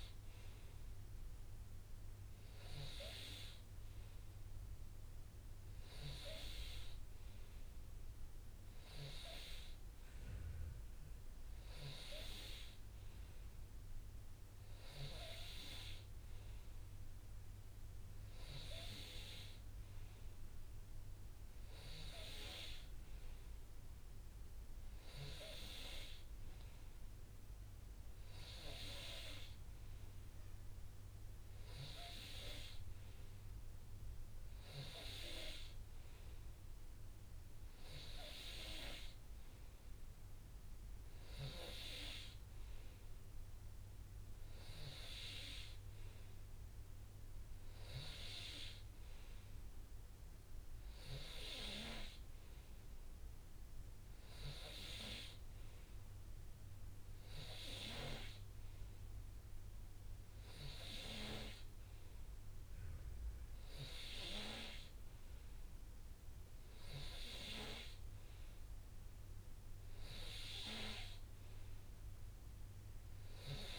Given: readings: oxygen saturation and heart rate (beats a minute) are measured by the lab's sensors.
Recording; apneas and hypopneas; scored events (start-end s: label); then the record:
breathing in sleep by a room microphone; none
none scored
From the record:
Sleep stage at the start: N2 (light sleep); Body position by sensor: on the right side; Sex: male